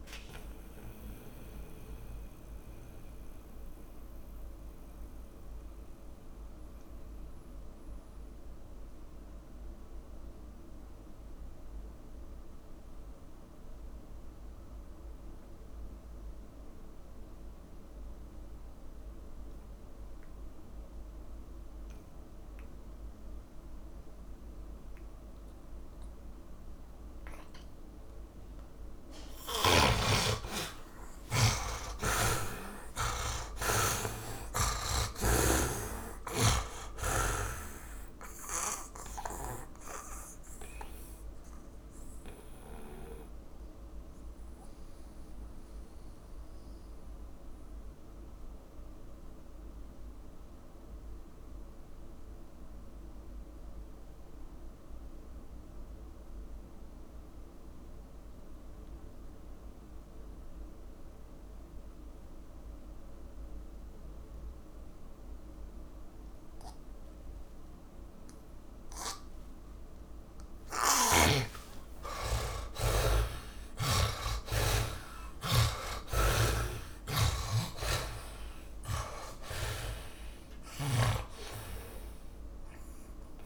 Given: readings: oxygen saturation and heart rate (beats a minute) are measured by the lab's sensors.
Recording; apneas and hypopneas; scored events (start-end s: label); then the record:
breathing in sleep by a room microphone; 2
0.00-18.00 s: oxygen desaturation (device-marked, oxygen 80% lowest, heart rate 135 extreme)
0.00-41.00 s: tachycardia (device-marked, heart rate 213 extreme)
1.00-28.50 s: mixed apnea (oxygen 100% before, 77% lowest)
23.00-39.00 s: oxygen desaturation (device-marked, oxygen 100% before, 88% lowest)
31.00-36.00 s: arousal
41.00-61.00 s: oxygen desaturation (device-marked, oxygen 92% before, 77% lowest)
45.50-65.00 s: mixed apnea (oxygen 100% before, 76% lowest)
74.00-80.50 s: arousal
74.00-83.45 s: oxygen desaturation (device-marked, oxygen 100% before, 76% lowest)
76.00-81.00 s: snoring (device-marked)
From the record:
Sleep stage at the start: N2 (light sleep); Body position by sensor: on the back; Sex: male